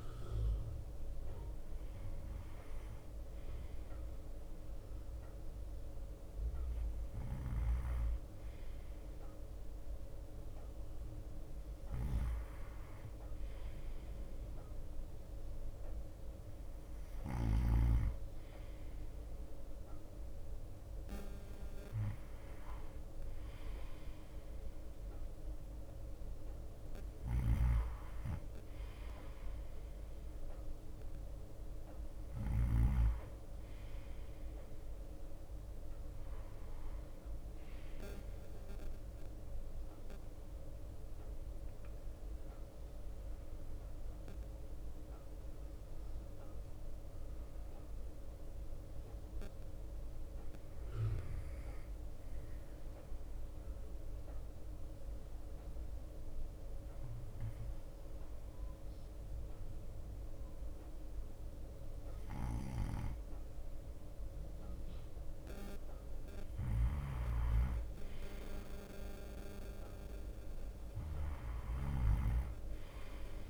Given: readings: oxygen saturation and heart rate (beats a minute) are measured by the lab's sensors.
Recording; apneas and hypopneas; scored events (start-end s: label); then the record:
breathing in sleep by a room microphone; 1
0.00-13.50 s: bradycardia (device-marked, heart rate 55 extreme)
7.50-18.00 s: snoring (device-marked)
22.50-34.50 s: bradycardia (device-marked, heart rate 59 before, 57 extreme)
27.50-33.00 s: snoring (device-marked)
36.50-44.50 s: bradycardia (device-marked, heart rate 59 before, 58 extreme)
47.00-65.00 s: hypopnea (oxygen 91% before, 89% lowest, heart rate 58 before, 56 extreme, up 2 after)
47.50-73.50 s: bradycardia (device-marked, heart rate 59 before, 56 extreme)
62.50-73.50 s: snoring (device-marked)
67.00-70.50 s: arousal
From the record:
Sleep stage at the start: N2 (light sleep); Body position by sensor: on the right side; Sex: male